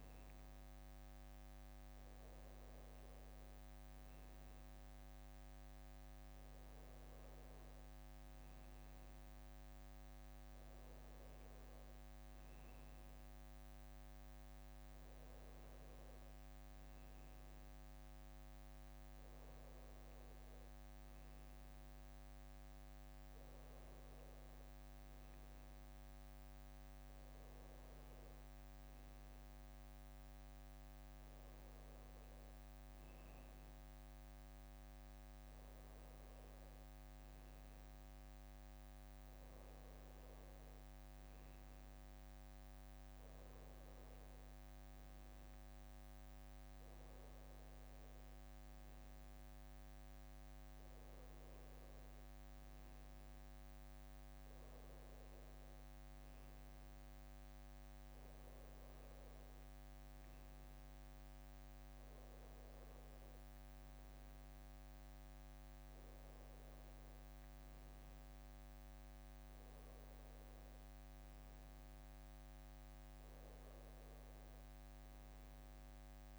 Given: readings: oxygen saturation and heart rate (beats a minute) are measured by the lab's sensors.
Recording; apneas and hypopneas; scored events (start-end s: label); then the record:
breathing in sleep, hard to hear, by a microphone on the trachea; none
none scored
From the record:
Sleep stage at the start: N1 (lightest sleep); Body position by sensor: on the back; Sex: male